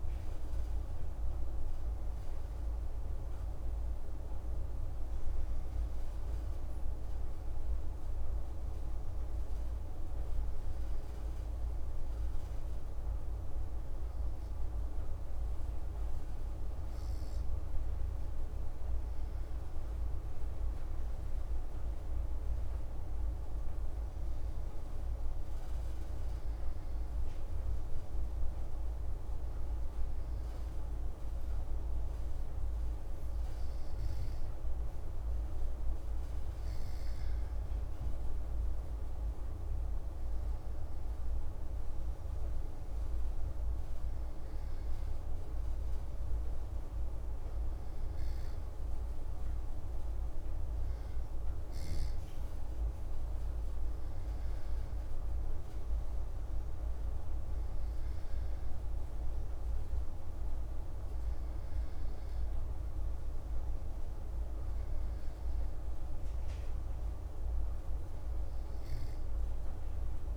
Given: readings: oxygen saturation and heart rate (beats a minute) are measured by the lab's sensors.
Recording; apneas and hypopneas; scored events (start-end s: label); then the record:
breathing in sleep, hard to hear, by a room microphone; none
none scored
From the record:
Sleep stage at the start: N2 (light sleep); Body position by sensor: on the back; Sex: male